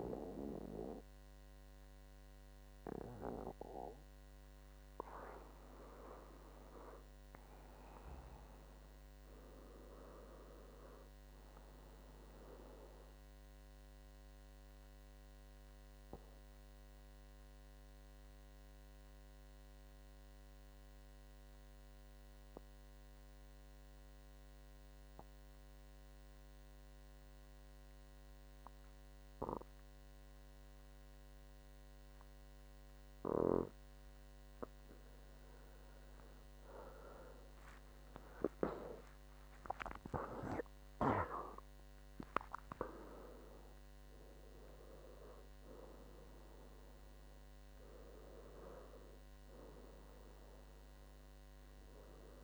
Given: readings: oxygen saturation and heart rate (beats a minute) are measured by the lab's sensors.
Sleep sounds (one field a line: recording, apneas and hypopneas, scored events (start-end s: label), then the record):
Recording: breathing in sleep by a microphone on the trachea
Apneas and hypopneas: 1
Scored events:
7.50-10.00 s: arousal
13.50-33.50 s: mixed apnea (oxygen 97% before, 89% lowest, heart rate 74 before, 71 extreme, up 7 after)
34.50-52.44 s: oxygen desaturation (device-marked, oxygen 97% before, 89% lowest, heart rate 73 before, 69 extreme)
38.50-43.50 s: arousal
From the record:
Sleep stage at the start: N2 (light sleep)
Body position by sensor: on the back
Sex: male